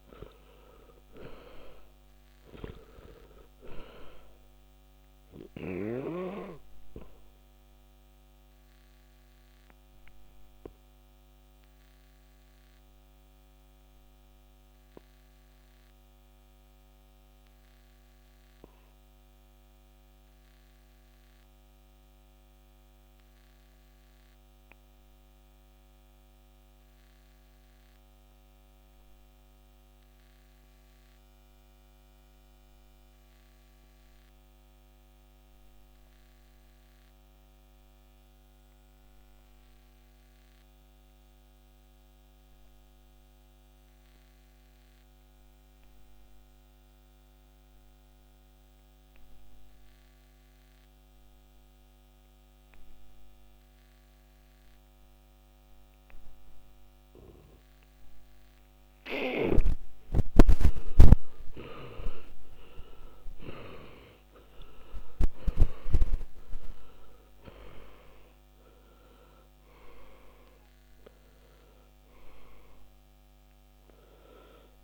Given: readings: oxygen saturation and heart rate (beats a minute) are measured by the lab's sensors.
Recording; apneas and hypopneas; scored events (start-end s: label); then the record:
breathing in sleep by a microphone on the trachea; 1
0.00-49.00 s: oxygen desaturation (device-marked, oxygen 76% lowest, heart rate 46 extreme)
9.00-58.00 s: obstructive apnea (oxygen 99% before, 67% lowest, heart rate 58 before, 46 extreme, up 32 after)
59.50-63.50 s: arousal
From the record:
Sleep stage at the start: N2 (light sleep); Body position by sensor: on the back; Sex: male